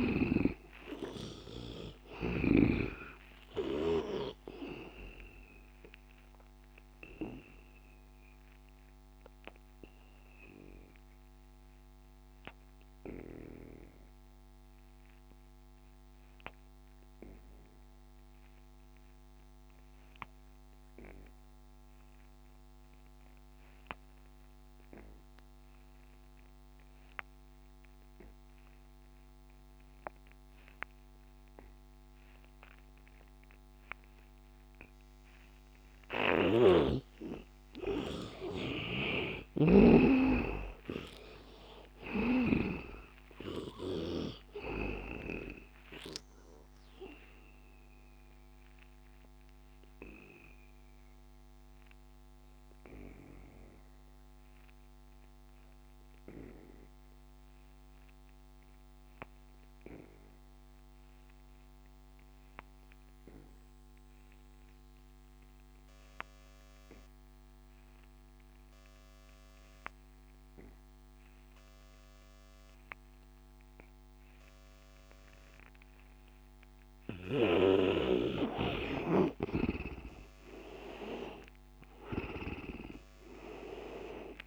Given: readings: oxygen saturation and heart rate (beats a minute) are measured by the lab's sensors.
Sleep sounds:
breathing in sleep by a microphone on the trachea; 2
0.00-2.00 s: arousal
0.00-22.50 s: oxygen desaturation (device-marked, oxygen 74% lowest, heart rate 73 extreme)
5.50-36.00 s: obstructive apnea (oxygen 99% before, 74% lowest, heart rate 83 before, 73 extreme, up 14 after)
29.50-61.50 s: oxygen desaturation (device-marked, oxygen 99% before, 75% lowest, heart rate 78 before, 74 extreme)
36.50-44.00 s: snoring (device-marked)
39.00-43.50 s: arousal
46.50-77.50 s: obstructive apnea (oxygen 99% before, 74% lowest, heart rate 83 before, 74 extreme, up 9 after)
72.50-84.47 s: oxygen desaturation (device-marked, oxygen 100% before, 74% lowest, heart rate 82 before, 77 extreme)
79.50-84.47 s: arousal
From the record:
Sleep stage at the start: N2 (light sleep); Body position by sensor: on the back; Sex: male

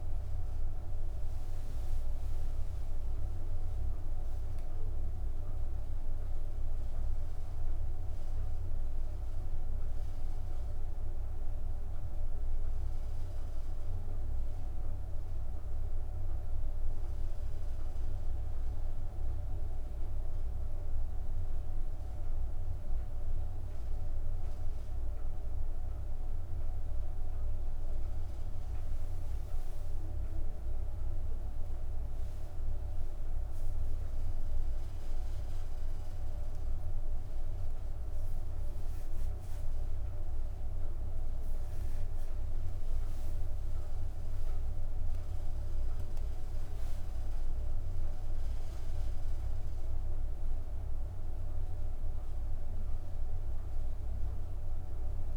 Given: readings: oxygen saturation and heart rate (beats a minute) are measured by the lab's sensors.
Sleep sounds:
a person awake in a sleep study, hard to hear, by a room microphone; none
52.50-55.37 s: new sleep stage, N1 (lightest sleep)
From the record:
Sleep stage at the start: awake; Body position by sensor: on the back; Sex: female

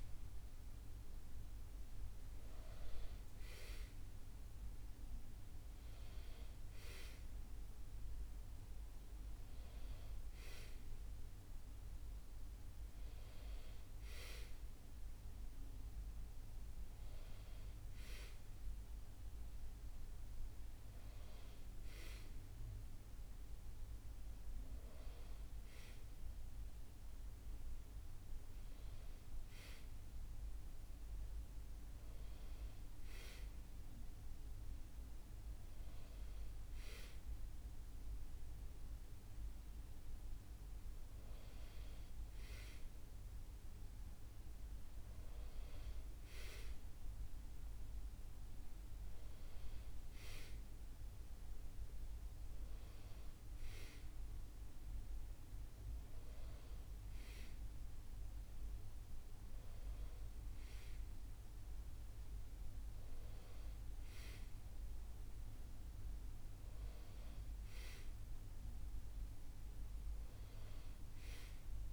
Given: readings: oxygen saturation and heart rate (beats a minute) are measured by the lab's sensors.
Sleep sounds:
a person partly awake in a sleep study, by a room microphone; none
17.50-47.50 s: new sleep stage, N1 (lightest sleep)
47.50-71.93 s: new sleep stage, N2 (light sleep)
From the record:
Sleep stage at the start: awake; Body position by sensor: on the back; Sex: male

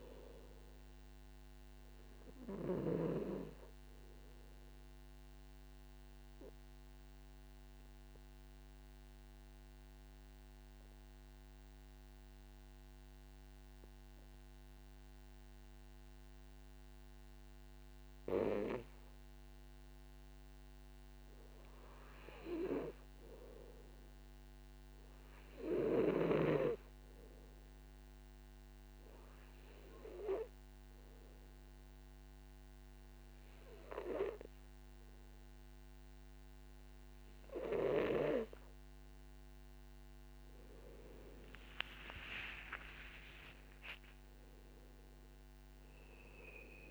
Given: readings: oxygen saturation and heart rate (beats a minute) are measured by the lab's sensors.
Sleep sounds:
breathing in sleep by a microphone on the trachea; 2
2.00-9.00 s: oxygen desaturation (device-marked, oxygen 99% before, 94% lowest, heart rate 62 before, 52 extreme)
8.50-20.50 s: obstructive apnea (oxygen 100% before, 93% lowest, heart rate 64 before, 52 extreme, up 7 after)
22.50-25.50 s: arousal
29.00-46.91 s: oxygen desaturation (device-marked, oxygen 99% before, 93% lowest, heart rate 56 before, 49 extreme)
30.50-40.50 s: obstructive apnea (oxygen 99% before, 93% lowest, heart rate 56 before, 49 extreme, up 18 after)
42.00-46.00 s: arousal
From the record:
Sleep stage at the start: N2 (light sleep); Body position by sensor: on the back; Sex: male

